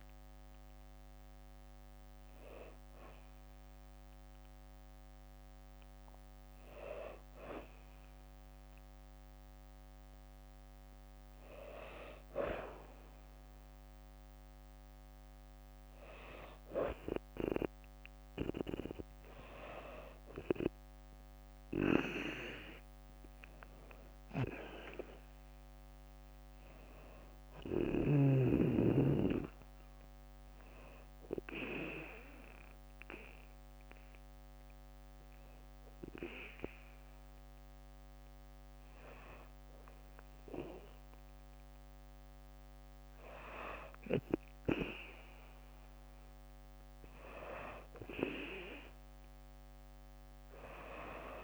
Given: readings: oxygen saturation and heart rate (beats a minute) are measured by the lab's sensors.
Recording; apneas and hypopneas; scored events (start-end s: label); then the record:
a person partly awake in a sleep study, by a microphone on the trachea; 1
2.50-51.44 s: new sleep stage, N2 (light sleep)
6.50-10.50 s: bradycardia (device-marked, heart rate 63 before, 59 extreme)
23.50-25.50 s: long interval between heartbeats (device-marked, heart rate 61 before, 70 extreme)
24.50-41.50 s: drop in pulse transit time (device-marked, heart rate 62 before, 59 extreme)
30.50-41.00 s: hypopnea (oxygen 97% before, 94% lowest, heart rate 66 before, 59 extreme, up 2 after)
43.00-47.00 s: arousal
From the record:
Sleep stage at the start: awake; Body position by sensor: on the back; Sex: female